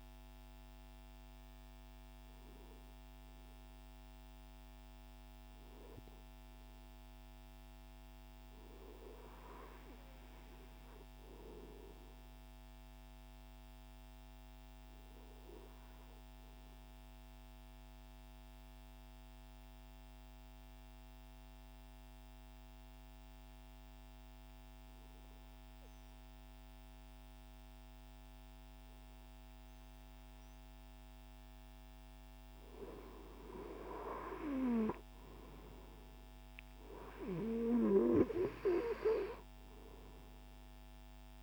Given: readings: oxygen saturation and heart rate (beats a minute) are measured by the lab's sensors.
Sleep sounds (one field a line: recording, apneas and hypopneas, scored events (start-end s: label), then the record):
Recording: breathing in sleep by a microphone on the trachea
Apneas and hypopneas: 1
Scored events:
3.00-30.50 s: obstructive apnea (oxygen 97% before, 95% lowest, heart rate 114 before, 95 extreme, up 30 after)
35.00-39.00 s: arousal
From the record:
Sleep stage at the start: N2 (light sleep)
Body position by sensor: on the right side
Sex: male